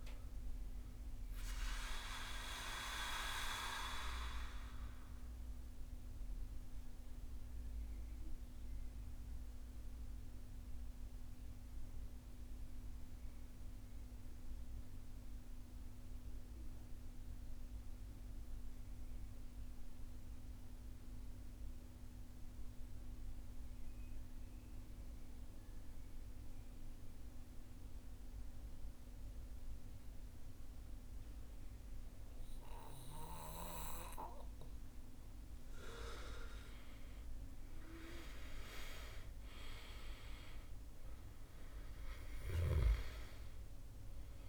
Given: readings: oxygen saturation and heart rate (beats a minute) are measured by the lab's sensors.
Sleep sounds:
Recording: breathing in sleep by a room microphone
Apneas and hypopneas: 1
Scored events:
0.00-23.50 s: oxygen desaturation (device-marked, oxygen 80% lowest, heart rate 47 extreme)
3.50-33.50 s: mixed apnea (oxygen 98% before, 80% lowest, heart rate 66 before, 48 extreme, up 10 after)
35.50-39.50 s: arousal
37.50-44.49 s: oxygen desaturation (device-marked, oxygen 99% before, 81% lowest, heart rate 58 before, 50 extreme)
From the record:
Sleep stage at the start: N2 (light sleep)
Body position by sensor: on the right side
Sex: male

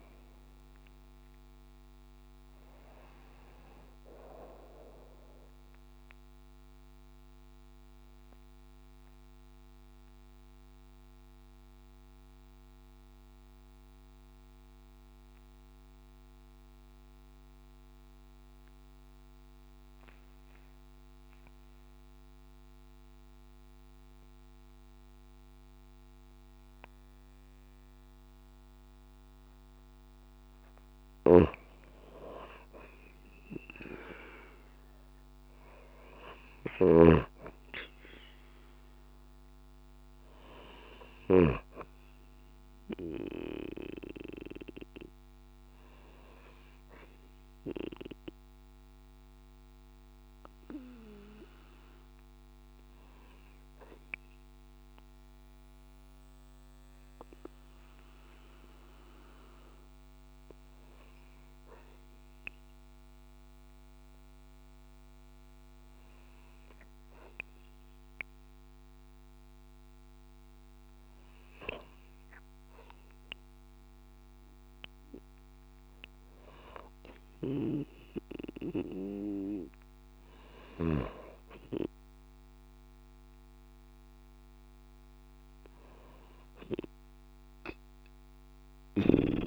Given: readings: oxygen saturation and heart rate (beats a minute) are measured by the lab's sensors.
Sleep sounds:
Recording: breathing in sleep by a microphone on the trachea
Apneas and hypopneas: 2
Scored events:
0.00-1.50 s: long interval between heartbeats (device-marked)
0.00-21.50 s: oxygen desaturation (device-marked, oxygen 91% lowest)
3.50-5.50 s: long interval between heartbeats (device-marked)
7.00-31.50 s: mixed apnea (oxygen 97% before, 91% lowest)
30.50-36.50 s: snoring (device-marked)
32.50-34.50 s: long interval between heartbeats (device-marked, heart rate 44 before, 29 extreme)
34.50-39.00 s: arousal
36.50-56.50 s: oxygen desaturation (device-marked, oxygen 97% before, 93% lowest)
39.50-41.50 s: long interval between heartbeats (device-marked)
47.00-70.50 s: hypopnea (oxygen 97% before, 93% lowest)
77.50-89.47 s: new sleep stage, awake
From the record:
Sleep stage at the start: N2 (light sleep)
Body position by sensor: on the right side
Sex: female

